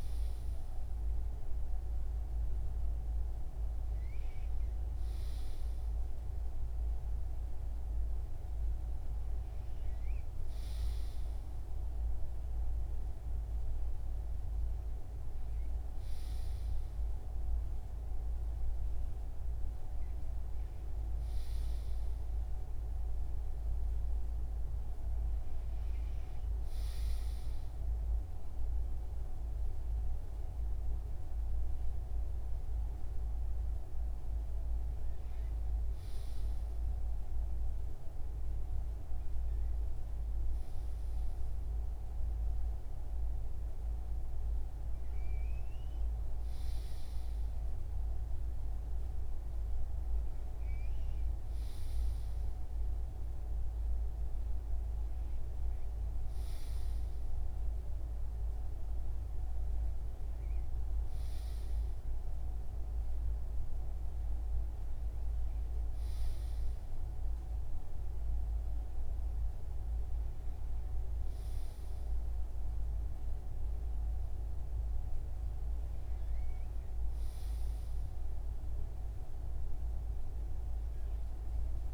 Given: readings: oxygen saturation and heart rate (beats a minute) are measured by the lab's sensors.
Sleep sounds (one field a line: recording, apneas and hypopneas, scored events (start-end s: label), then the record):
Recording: breathing in sleep, hard to hear, by a room microphone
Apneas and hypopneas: none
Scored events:
10.50-81.94 s: new sleep stage, N2 (light sleep)
From the record:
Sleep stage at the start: REM sleep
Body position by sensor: on the right side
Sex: male